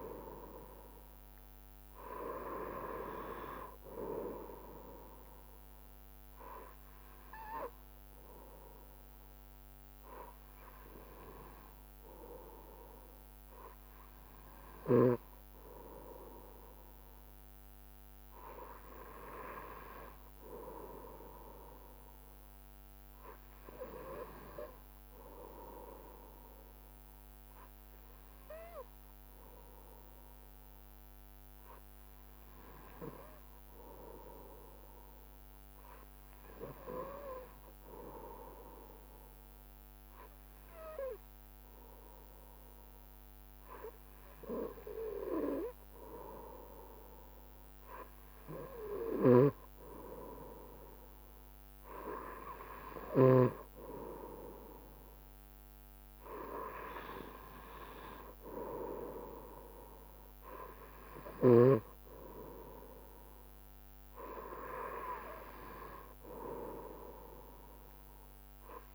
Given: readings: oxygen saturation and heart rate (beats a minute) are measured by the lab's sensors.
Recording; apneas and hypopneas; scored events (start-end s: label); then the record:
breathing in sleep by a microphone on the trachea; 1
36.50-48.50 s: hypopnea (oxygen 97% before, 94% lowest, heart rate 70 before, 67 extreme, up 0 after)
51.50-56.00 s: arousal
From the record:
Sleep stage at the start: N2 (light sleep); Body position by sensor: on the right side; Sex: male